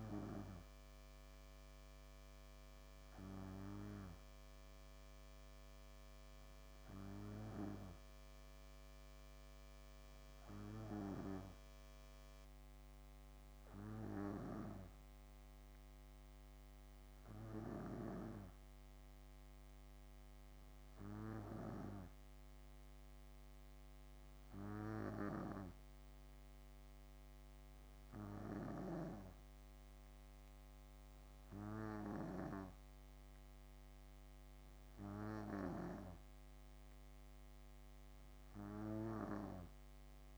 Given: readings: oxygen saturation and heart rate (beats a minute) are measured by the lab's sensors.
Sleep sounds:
breathing in sleep by a microphone on the trachea; none
none scored
From the record:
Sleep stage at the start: N2 (light sleep); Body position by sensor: on the back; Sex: female

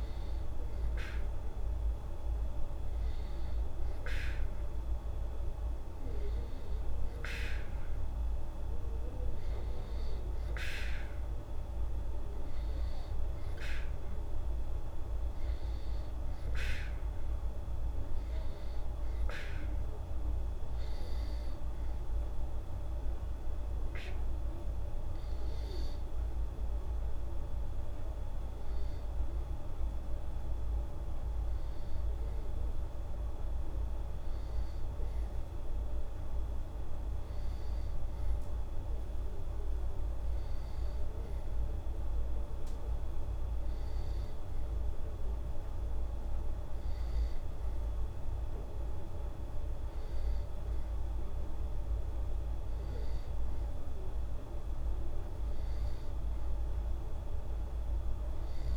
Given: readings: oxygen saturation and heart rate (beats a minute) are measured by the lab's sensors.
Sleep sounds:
breathing in sleep, hard to hear, by a room microphone; none
none scored
From the record:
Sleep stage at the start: N2 (light sleep); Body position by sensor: on the back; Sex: female

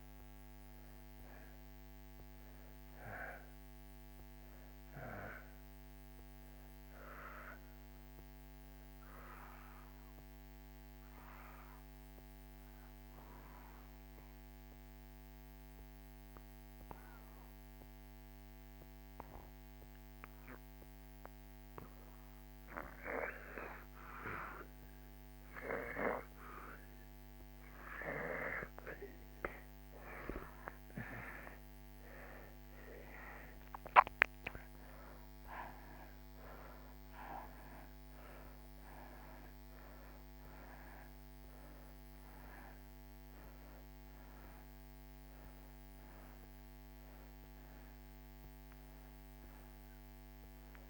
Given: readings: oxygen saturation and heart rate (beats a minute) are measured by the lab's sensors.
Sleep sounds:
breathing in sleep by a microphone on the trachea; 1
0.00-16.50 s: oxygen desaturation (device-marked, oxygen 82% lowest)
7.50-50.90 s: new sleep stage, N2 (light sleep)
10.00-22.50 s: obstructive apnea (oxygen 96% before, 81% lowest)
29.00-33.50 s: arousal
32.50-50.90 s: oxygen desaturation (device-marked, oxygen 95% before, 81% lowest)
From the record:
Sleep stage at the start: N1 (lightest sleep); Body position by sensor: on the back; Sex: male

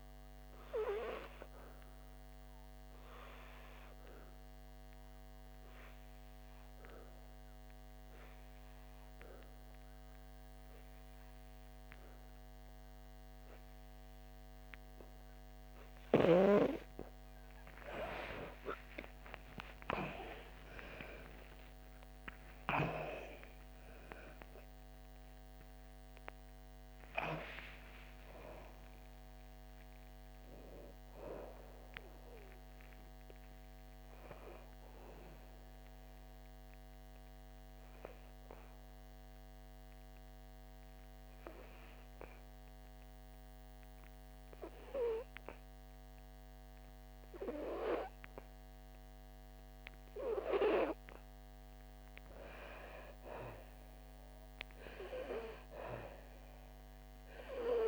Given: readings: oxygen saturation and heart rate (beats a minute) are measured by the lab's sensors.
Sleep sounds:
breathing in sleep by a microphone on the trachea; 2
0.00-4.50 s: oxygen desaturation (device-marked, oxygen 87% lowest, heart rate 54 extreme)
4.00-15.50 s: obstructive apnea (oxygen 96% before, 88% lowest, heart rate 61 before, 54 extreme, up 0 after)
15.50-48.50 s: oxygen desaturation (device-marked, oxygen 99% before, 88% lowest, heart rate 62 before, 55 extreme)
19.50-25.00 s: arousal
37.00-50.50 s: obstructive apnea (oxygen 99% before, 88% lowest, heart rate 64 before, 59 extreme, up 11 after)
53.00-56.00 s: arousal
From the record:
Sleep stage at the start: N2 (light sleep); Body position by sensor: on the back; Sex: female

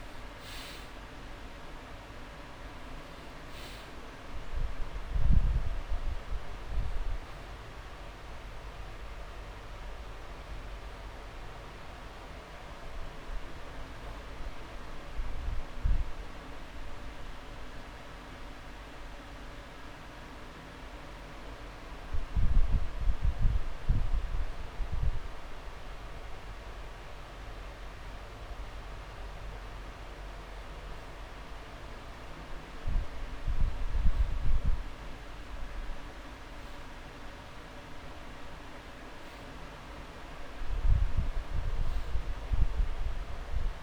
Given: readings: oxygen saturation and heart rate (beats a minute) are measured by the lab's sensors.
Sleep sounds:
breathing in sleep, hard to hear, by a room microphone; 1
0.00-35.00 s: oxygen desaturation (device-marked, oxygen 91% lowest)
10.00-21.00 s: hypopnea (oxygen 97% before, 91% lowest)
15.00-17.00 s: long interval between heartbeats (device-marked)
23.00-26.00 s: arousal
From the record:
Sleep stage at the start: N2 (light sleep); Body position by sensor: on the back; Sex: male

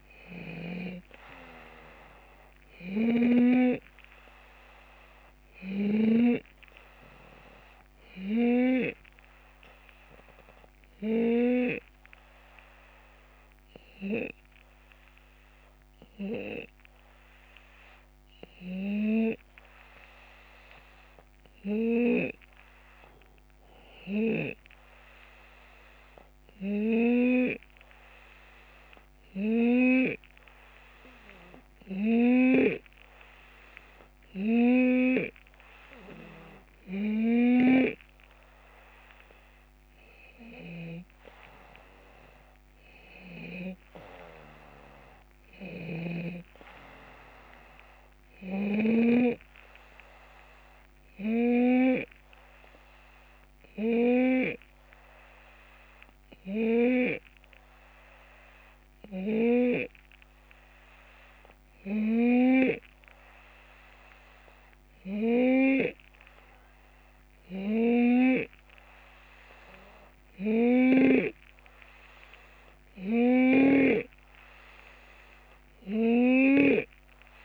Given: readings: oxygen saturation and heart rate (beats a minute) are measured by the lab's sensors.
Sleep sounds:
breathing in sleep by a microphone on the trachea; 2
0.00-19.50 s: oxygen desaturation (device-marked, oxygen 90% lowest, heart rate 73 extreme)
0.50-6.00 s: snoring (device-marked)
10.00-20.00 s: hypopnea (oxygen 94% before, 90% lowest, heart rate 52 before, 73 extreme, up 1 after)
21.50-24.50 s: arousal
50.50-63.00 s: hypopnea (oxygen 93% before, 90% lowest, heart rate 76 before, 72 extreme, up 3 after)
65.00-69.00 s: arousal
76.00-77.45 s: snoring (device-marked)
From the record:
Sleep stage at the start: N2 (light sleep); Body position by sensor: on the left side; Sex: male

